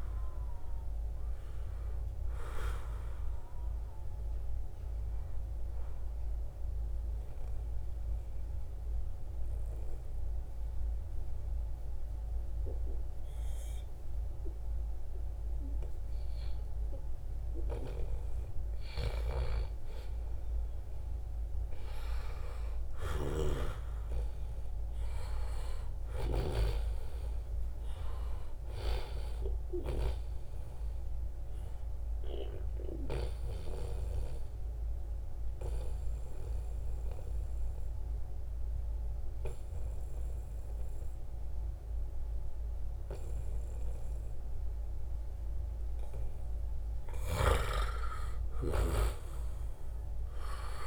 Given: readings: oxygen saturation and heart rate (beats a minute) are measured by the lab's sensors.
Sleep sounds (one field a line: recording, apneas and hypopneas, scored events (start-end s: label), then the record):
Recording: breathing in sleep by a room microphone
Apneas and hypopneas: 2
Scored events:
0.00-1.00 s: arousal
5.50-16.00 s: obstructive apnea (oxygen 97% before, 90% lowest, heart rate 80 before, 74 extreme, up 1 after)
14.50-50.87 s: new sleep stage, N2 (light sleep)
21.00-25.50 s: arousal
29.50-33.00 s: snoring (device-marked)
33.50-46.00 s: obstructive apnea (oxygen 95% before, 89% lowest, heart rate 78 before, 77 extreme, up 10 after)
47.00-50.87 s: arousal
From the record:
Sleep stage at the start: N1 (lightest sleep)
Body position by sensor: on the back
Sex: male